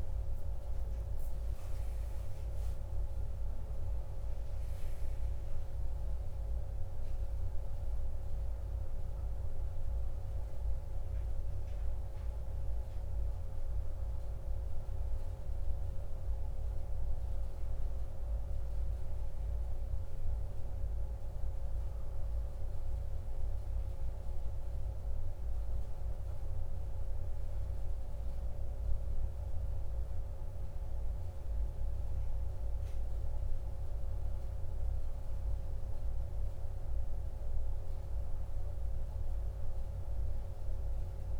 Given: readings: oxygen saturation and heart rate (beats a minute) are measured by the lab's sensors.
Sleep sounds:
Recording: a person partly awake in a sleep study, hard to hear, by a room microphone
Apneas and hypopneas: none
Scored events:
11.50-41.39 s: new sleep stage, N1 (lightest sleep)
From the record:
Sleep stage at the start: awake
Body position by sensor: on the back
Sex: male

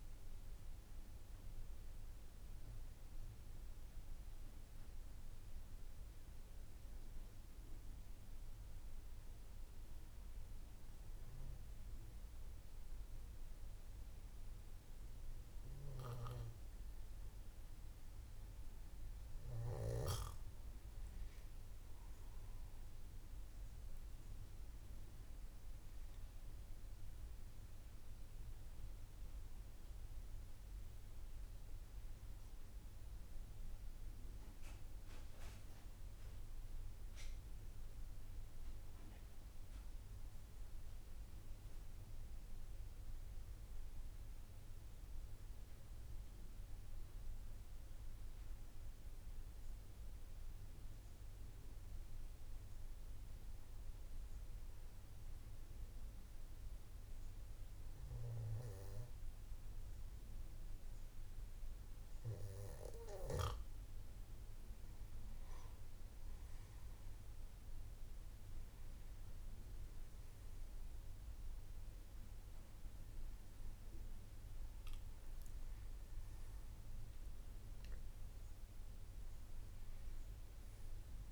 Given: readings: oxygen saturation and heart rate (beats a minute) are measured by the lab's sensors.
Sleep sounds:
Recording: breathing in sleep, hard to hear, by a room microphone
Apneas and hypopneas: 2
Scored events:
3.50-19.00 s: hypopnea (oxygen 96% before, 94% lowest, heart rate 57 before, 54 extreme, up 7 after)
46.00-62.50 s: hypopnea (oxygen 96% before, 93% lowest, heart rate 58 before, 54 extreme, up 9 after)
From the record:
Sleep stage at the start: N3 (deep sleep)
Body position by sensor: on the back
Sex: male

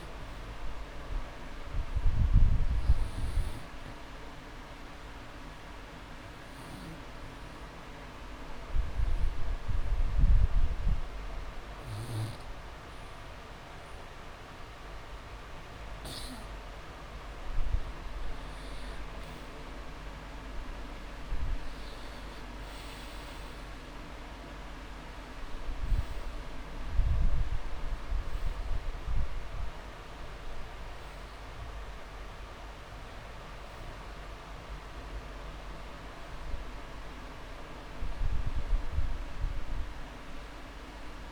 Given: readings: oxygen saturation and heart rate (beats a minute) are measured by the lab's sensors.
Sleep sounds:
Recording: breathing in sleep, hard to hear, by a room microphone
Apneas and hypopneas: 1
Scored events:
0.00-21.50 s: oxygen desaturation (device-marked, oxygen 93% lowest)
3.50-16.50 s: obstructive apnea (oxygen 98% before, 93% lowest)
4.50-6.50 s: long interval between heartbeats (device-marked)
10.50-20.50 s: drop in pulse transit time (device-marked)
17.50-19.50 s: long interval between heartbeats (device-marked)
19.50-22.50 s: arousal
34.00-36.00 s: long interval between heartbeats (device-marked)
37.50-41.32 s: drop in pulse transit time (device-marked)
From the record:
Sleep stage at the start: N2 (light sleep)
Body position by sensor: on the back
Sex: male

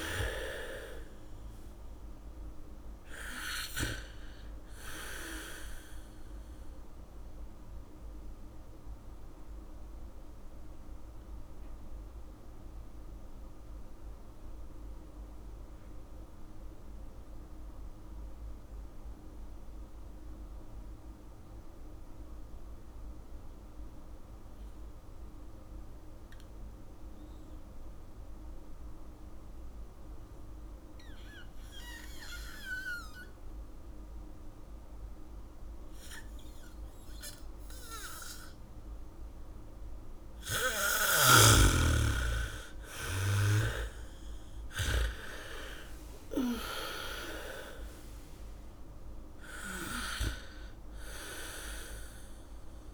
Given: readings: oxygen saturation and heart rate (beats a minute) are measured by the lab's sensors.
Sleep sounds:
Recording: breathing in sleep by a room microphone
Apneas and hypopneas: 1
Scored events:
0.00-1.00 s: arousal
0.00-20.00 s: oxygen desaturation (device-marked, oxygen 75% lowest, heart rate 46 extreme)
8.00-40.00 s: mixed apnea (oxygen 99% before, 74% lowest, heart rate 58 before, 47 extreme)
34.00-52.94 s: oxygen desaturation (device-marked, oxygen 100% before, 74% lowest, heart rate 73 before, 47 extreme)
36.00-45.00 s: bradycardia (device-marked, heart rate 70 before, 47 extreme)
42.00-46.00 s: arousal
From the record:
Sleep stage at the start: N2 (light sleep)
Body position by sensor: on the back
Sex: female

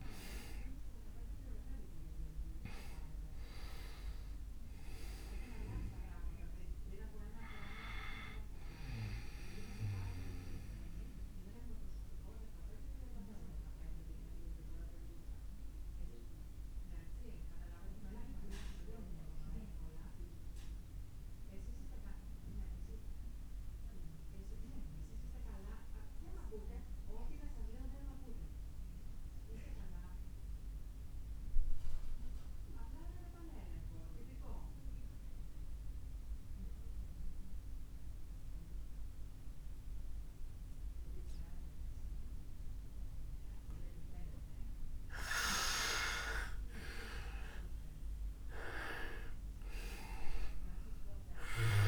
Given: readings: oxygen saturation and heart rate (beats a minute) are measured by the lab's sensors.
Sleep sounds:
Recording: breathing in sleep by a room microphone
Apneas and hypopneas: 1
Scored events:
0.00-30.50 s: oxygen desaturation (device-marked, oxygen 86% lowest)
11.00-44.00 s: obstructive apnea (oxygen 99% before, 86% lowest, heart rate 53 before, 27 extreme, up 34 after)
47.00-51.00 s: arousal
48.50-51.88 s: oxygen desaturation (device-marked, oxygen 98% before, 88% lowest)
From the record:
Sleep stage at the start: N2 (light sleep)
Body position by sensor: on the back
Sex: male

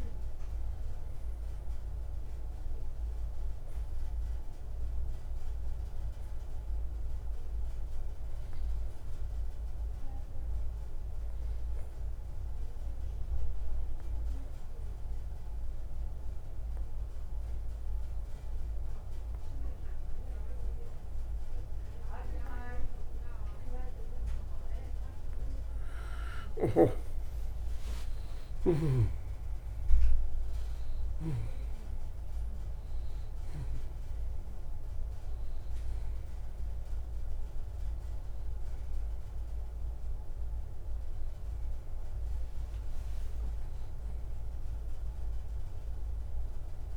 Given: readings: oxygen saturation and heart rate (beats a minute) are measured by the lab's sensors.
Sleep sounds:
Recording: breathing in sleep by a room microphone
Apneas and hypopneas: 1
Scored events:
0.00-8.00 s: oxygen desaturation (device-marked, oxygen 86% lowest, heart rate 57 extreme)
4.50-24.00 s: obstructive apnea (oxygen 94% before, 87% lowest, heart rate 60 before, 57 extreme, up 15 after)
26.50-31.50 s: snoring (device-marked)
27.50-32.00 s: arousal
28.00-46.96 s: oxygen desaturation (device-marked, oxygen 97% before, 87% lowest, heart rate 59 before, 57 extreme)
From the record:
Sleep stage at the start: N2 (light sleep)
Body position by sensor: on the right side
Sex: male

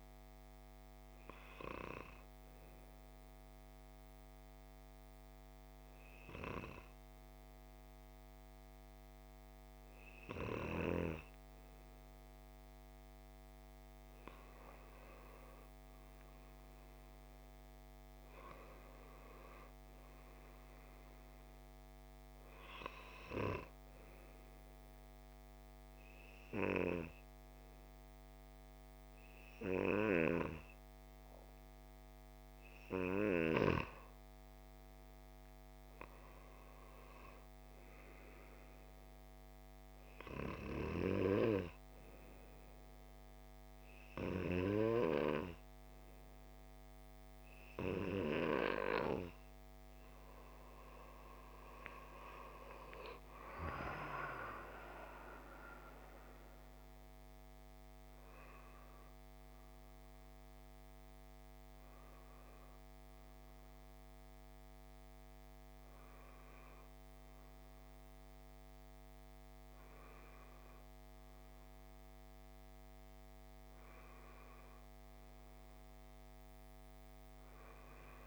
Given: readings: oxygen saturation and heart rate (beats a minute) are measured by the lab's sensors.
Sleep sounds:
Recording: breathing in sleep by a microphone on the trachea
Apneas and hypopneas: 3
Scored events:
1.00-13.50 s: hypopnea (oxygen 96% before, 93% lowest)
15.00-18.00 s: arousal
24.50-34.50 s: obstructive apnea (oxygen 96% before, 93% lowest)
37.00-40.00 s: arousal
42.00-52.50 s: hypopnea (oxygen 96% before, 93% lowest)
54.00-58.50 s: arousal
From the record:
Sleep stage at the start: N2 (light sleep)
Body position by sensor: on the back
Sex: male

